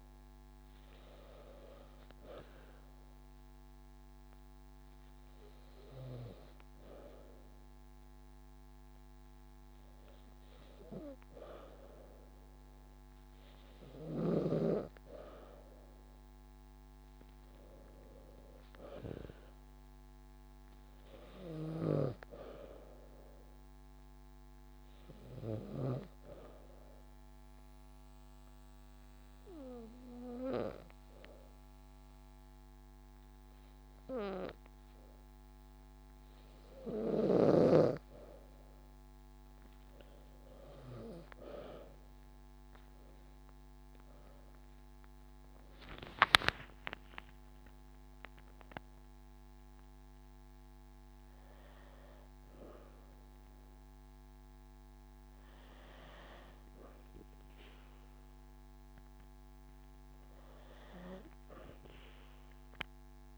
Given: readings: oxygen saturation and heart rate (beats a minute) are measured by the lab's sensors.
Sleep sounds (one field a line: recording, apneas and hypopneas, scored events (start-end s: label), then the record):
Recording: breathing in sleep by a microphone on the trachea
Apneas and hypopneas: 2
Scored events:
3.50-14.50 s: hypopnea (oxygen 96% before, 93% lowest)
16.50-20.00 s: arousal
26.50-38.50 s: obstructive apnea (oxygen 96% before, 93% lowest)
41.00-46.00 s: arousal
From the record:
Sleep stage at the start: N2 (light sleep)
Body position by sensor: on the back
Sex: female